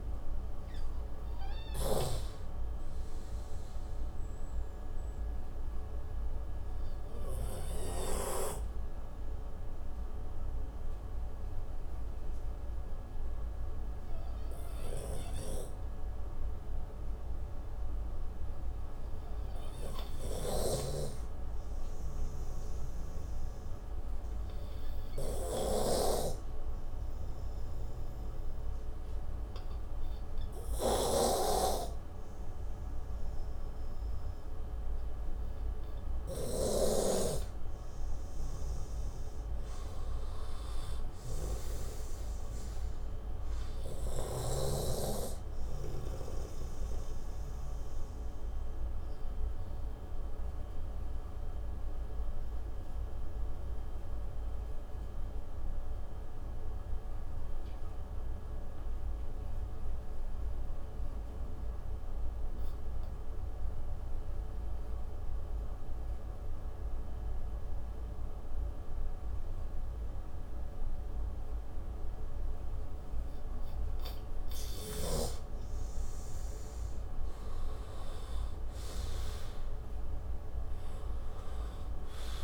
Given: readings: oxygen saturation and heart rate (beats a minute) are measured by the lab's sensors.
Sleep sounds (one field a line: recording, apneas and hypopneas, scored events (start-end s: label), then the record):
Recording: breathing in sleep by a room microphone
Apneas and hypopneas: 2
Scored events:
0.00-9.50 s: oxygen desaturation (device-marked, oxygen 91% lowest)
4.00-36.50 s: obstructive apnea (oxygen 98% before, 88% lowest)
29.50-53.50 s: oxygen desaturation (device-marked, oxygen 98% before, 92% lowest)
40.50-43.00 s: arousal
47.50-75.50 s: obstructive apnea (oxygen 98% before, 85% lowest)
55.50-63.50 s: oxygen desaturation (device-marked, oxygen 94% before, 91% lowest)
75.50-82.44 s: oxygen desaturation (device-marked, oxygen 98% before, 92% lowest)
78.00-80.50 s: arousal
From the record:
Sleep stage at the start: N2 (light sleep)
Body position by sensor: on the right side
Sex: male